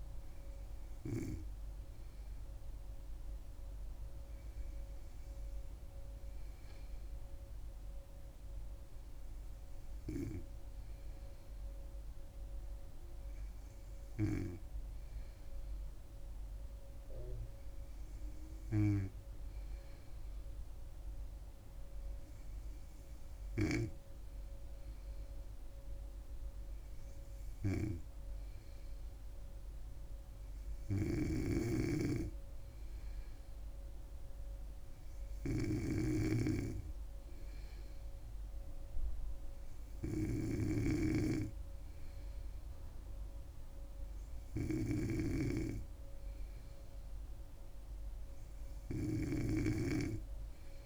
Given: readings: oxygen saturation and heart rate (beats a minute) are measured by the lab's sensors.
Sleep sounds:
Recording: breathing in sleep by a room microphone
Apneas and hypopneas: 1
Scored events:
1.50-20.50 s: hypopnea (oxygen 98% before, 93% lowest, heart rate 67 before, 64 extreme)
17.50-33.50 s: oxygen desaturation (device-marked, oxygen 98% before, 93% lowest, heart rate 68 before, 65 extreme)
25.00-28.50 s: arousal
31.50-41.50 s: snoring (device-marked)
From the record:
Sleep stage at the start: N2 (light sleep)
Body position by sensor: on the back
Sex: female

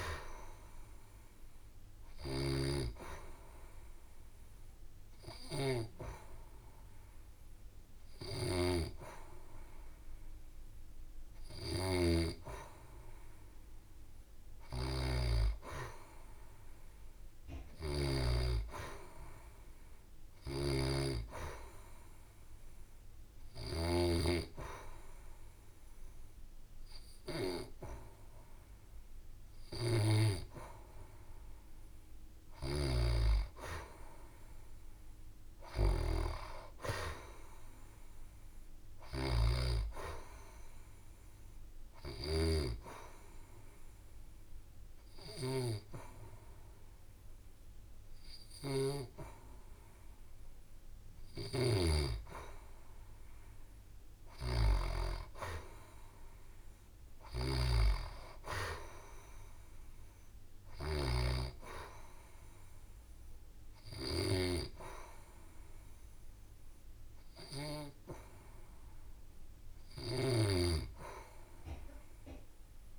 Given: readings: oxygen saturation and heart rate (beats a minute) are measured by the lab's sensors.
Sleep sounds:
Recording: breathing in sleep by a room microphone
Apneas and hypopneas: 3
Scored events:
2.50-13.00 s: hypopnea (oxygen 95% before, 90% lowest, heart rate 70 before, 67 extreme, up 3 after)
4.50-15.50 s: oxygen desaturation (device-marked, oxygen 95% before, 91% lowest, heart rate 70 before, 67 extreme)
15.50-18.50 s: arousal
21.50-32.00 s: hypopnea (oxygen 95% before, 90% lowest, heart rate 69 before, 68 extreme)
34.00-37.00 s: arousal
42.00-52.00 s: obstructive apnea (oxygen 94% before, 90% lowest, heart rate 71 before, 67 extreme, up 3 after)
42.50-55.50 s: oxygen desaturation (device-marked, oxygen 93% before, 90% lowest, heart rate 71 before, 67 extreme)
55.50-59.00 s: arousal
62.50-72.99 s: oxygen desaturation (device-marked, oxygen 95% before, 90% lowest, heart rate 70 before, 67 extreme)
From the record:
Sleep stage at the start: N2 (light sleep)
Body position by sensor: on the back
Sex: female

